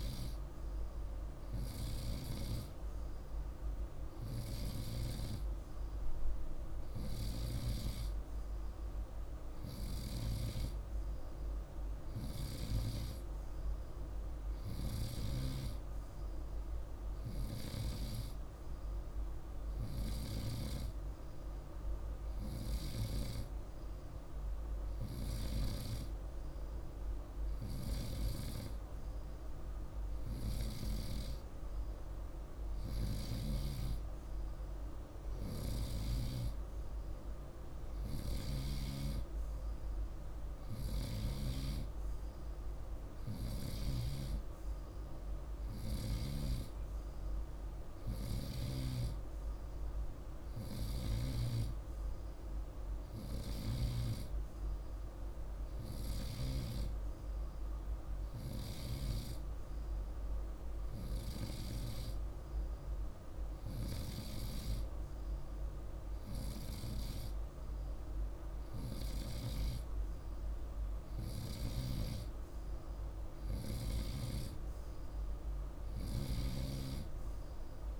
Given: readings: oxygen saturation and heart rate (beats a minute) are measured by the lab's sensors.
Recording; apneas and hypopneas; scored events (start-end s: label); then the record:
breathing in sleep by a room microphone; none
none scored
From the record:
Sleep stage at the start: N2 (light sleep); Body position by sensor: on the right side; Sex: male